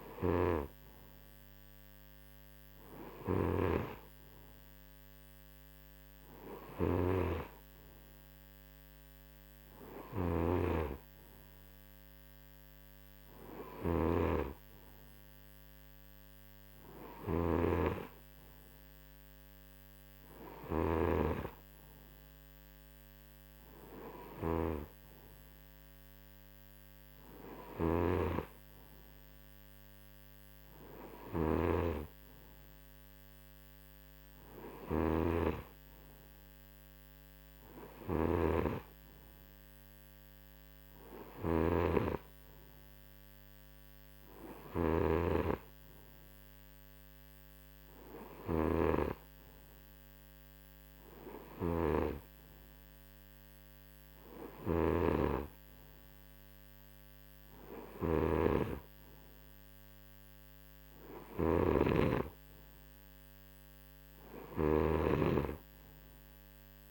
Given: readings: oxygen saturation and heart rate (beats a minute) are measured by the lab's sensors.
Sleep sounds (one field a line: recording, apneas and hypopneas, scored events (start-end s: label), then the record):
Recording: breathing in sleep by a microphone on the trachea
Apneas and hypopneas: none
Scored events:
0.00-66.91 s: snoring (device-marked)
From the record:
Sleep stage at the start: N2 (light sleep)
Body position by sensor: on the right side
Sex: male